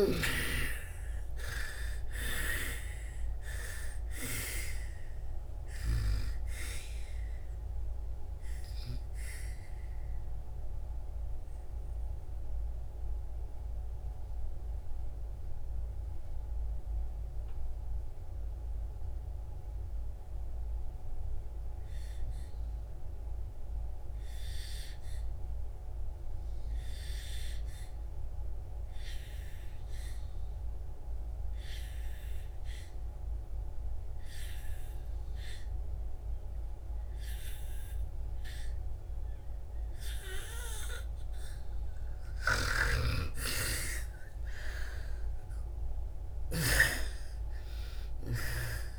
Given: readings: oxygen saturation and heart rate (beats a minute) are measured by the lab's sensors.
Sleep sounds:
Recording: breathing in sleep by a room microphone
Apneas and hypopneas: 1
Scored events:
0.00-1.50 s: arousal
0.00-24.50 s: oxygen desaturation (device-marked, oxygen 77% lowest)
8.50-41.50 s: mixed apnea (oxygen 98% before, 77% lowest)
31.50-48.99 s: oxygen desaturation (device-marked, oxygen 98% before, 79% lowest)
42.00-46.50 s: snoring (device-marked)
43.00-48.99 s: arousal
From the record:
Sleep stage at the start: N2 (light sleep)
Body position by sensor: on the back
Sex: female

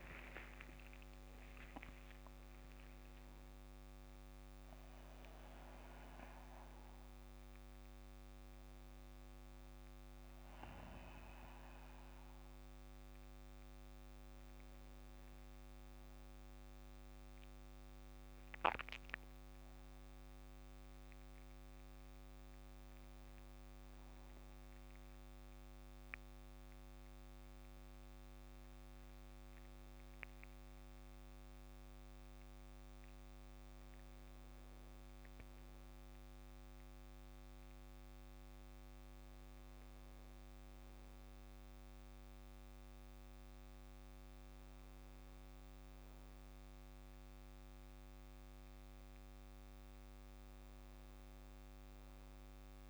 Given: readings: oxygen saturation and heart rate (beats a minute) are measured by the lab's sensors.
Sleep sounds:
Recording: breathing in sleep, hard to hear, by a microphone on the trachea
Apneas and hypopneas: none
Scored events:
0.00-2.00 s: arousal
46.50-52.90 s: new sleep stage, N2 (light sleep)
From the record:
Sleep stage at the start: N1 (lightest sleep)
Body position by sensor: on the back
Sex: male

